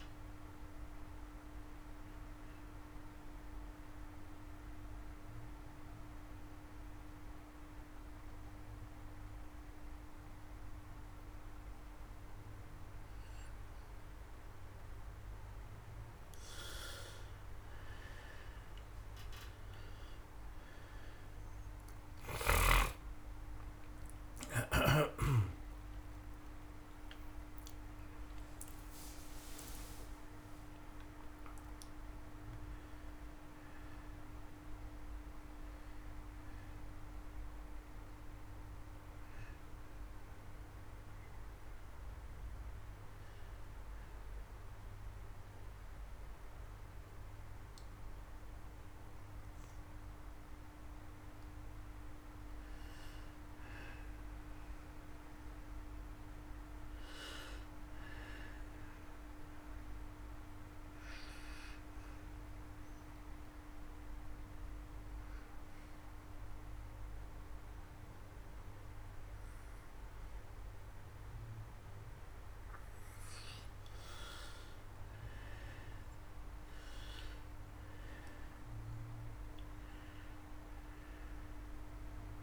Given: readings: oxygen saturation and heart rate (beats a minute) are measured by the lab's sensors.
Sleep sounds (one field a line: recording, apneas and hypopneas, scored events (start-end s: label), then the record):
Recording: breathing in sleep by a room microphone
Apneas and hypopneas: 3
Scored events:
0.00-9.50 s: oxygen desaturation (device-marked, oxygen 89% lowest)
1.50-14.50 s: obstructive apnea (oxygen 98% before, 89% lowest)
18.50-36.50 s: oxygen desaturation (device-marked, oxygen 98% before, 91% lowest)
22.00-28.00 s: arousal
37.50-82.43 s: new sleep stage, N2 (light sleep)
39.00-51.50 s: hypopnea (oxygen 99% before, 91% lowest)
53.50-57.00 s: arousal
54.50-71.50 s: oxygen desaturation (device-marked, oxygen 98% before, 92% lowest)
60.00-72.00 s: obstructive apnea (oxygen 99% before, 90% lowest)
80.50-82.43 s: oxygen desaturation (device-marked, oxygen 97% before, 91% lowest)
From the record:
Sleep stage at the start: N1 (lightest sleep)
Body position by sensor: on the back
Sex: male